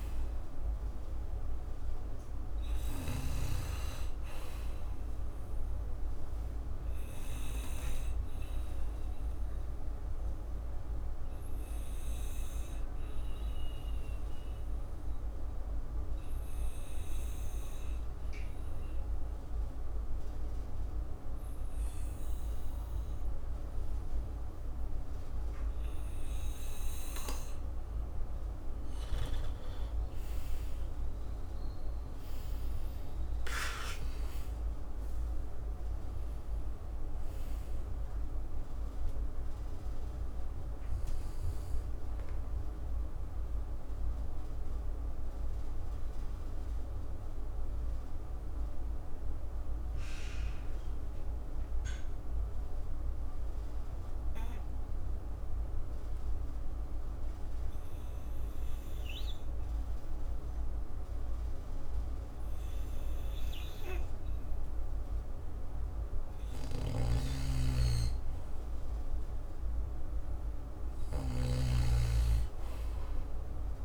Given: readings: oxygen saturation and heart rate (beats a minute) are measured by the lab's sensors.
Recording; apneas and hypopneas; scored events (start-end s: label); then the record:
breathing in sleep by a room microphone; 2
3.00-25.00 s: oxygen desaturation (device-marked, oxygen 98% before, 94% lowest, heart rate 56 before, 58 extreme)
7.00-27.50 s: obstructive apnea (oxygen 98% before, 93% lowest, heart rate 57 before, 58 extreme, up 4 after)
30.00-37.00 s: arousal
43.00-56.00 s: oxygen desaturation (device-marked, oxygen 97% before, 93% lowest, heart rate 62 before, 58 extreme)
44.50-63.50 s: obstructive apnea (oxygen 98% before, 91% lowest, heart rate 62 before, 58 extreme, up 1 after)
66.00-70.00 s: arousal
66.50-73.85 s: snoring (device-marked)
From the record:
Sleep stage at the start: N2 (light sleep); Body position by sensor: on the back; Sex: male